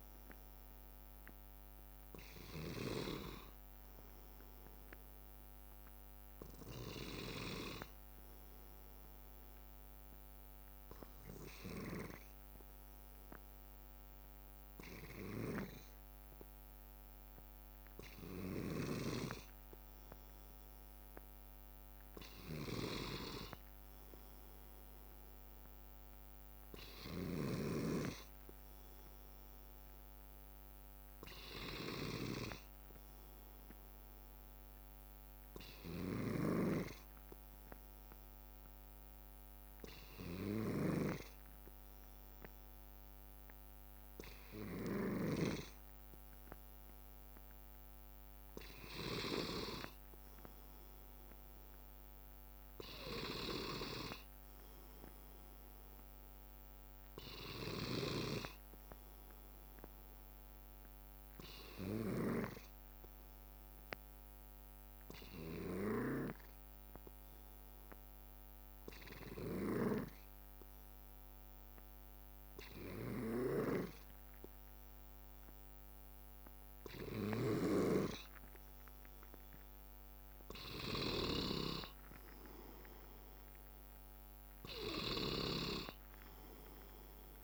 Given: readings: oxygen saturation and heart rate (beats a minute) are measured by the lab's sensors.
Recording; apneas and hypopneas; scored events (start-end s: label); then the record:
breathing in sleep by a microphone on the trachea; 2
0.00-3.00 s: snoring (device-marked)
29.00-33.00 s: arousal
37.00-48.50 s: obstructive apnea (oxygen 96% before, 93% lowest, heart rate 62 before, 58 extreme, up 6 after)
50.00-54.00 s: arousal
61.00-64.00 s: bradycardia (device-marked, heart rate 70 before, 61 extreme)
65.50-78.50 s: obstructive apnea (oxygen 95% before, 93% lowest, heart rate 62 before, 58 extreme, up 4 after)
81.50-85.50 s: arousal
From the record:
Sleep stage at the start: N2 (light sleep); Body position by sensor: on the back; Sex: male